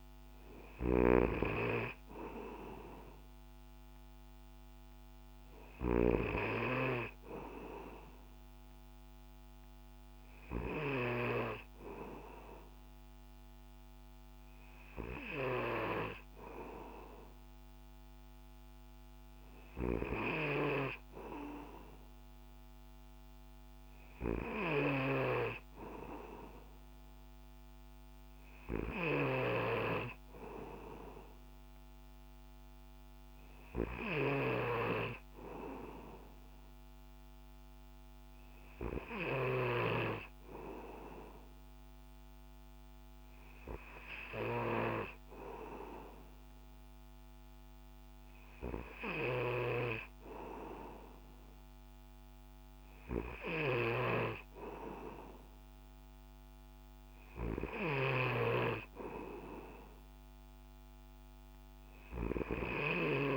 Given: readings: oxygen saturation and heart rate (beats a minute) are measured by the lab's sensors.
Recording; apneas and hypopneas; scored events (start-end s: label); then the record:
breathing in sleep by a microphone on the trachea; none
0.00-1.50 s: snoring (device-marked)
From the record:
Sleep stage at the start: N2 (light sleep); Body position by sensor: on the back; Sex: male